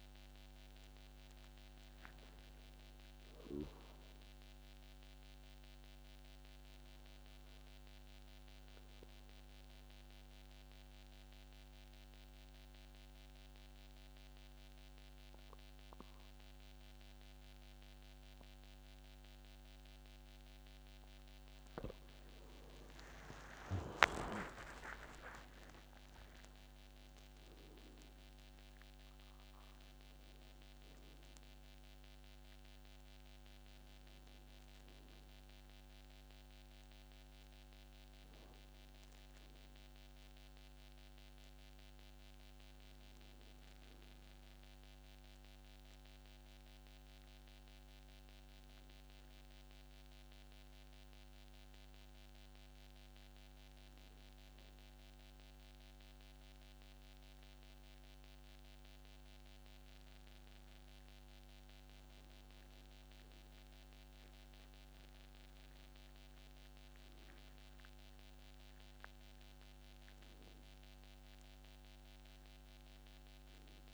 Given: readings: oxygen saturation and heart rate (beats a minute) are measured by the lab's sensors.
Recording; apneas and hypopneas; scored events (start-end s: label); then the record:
breathing in sleep, hard to hear, by a microphone on the trachea; 2
8.50-21.50 s: obstructive apnea (oxygen 96% before, 90% lowest, heart rate 62 before, 52 extreme, up 34 after)
23.00-27.50 s: arousal
24.00-26.00 s: long interval between heartbeats (device-marked, heart rate 61 before, 83 extreme)
27.00-53.00 s: oxygen desaturation (device-marked, oxygen 96% before, 90% lowest, heart rate 64 before, 52 extreme)
48.50-60.50 s: hypopnea (oxygen 96% before, 90% lowest, heart rate 62 before, 52 extreme, up 12 after)
63.50-68.00 s: arousal
72.00-73.94 s: oxygen desaturation (device-marked, oxygen 98% before, 94% lowest, heart rate 57 before, 53 extreme)
From the record:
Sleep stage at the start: N2 (light sleep); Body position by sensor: on the back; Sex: male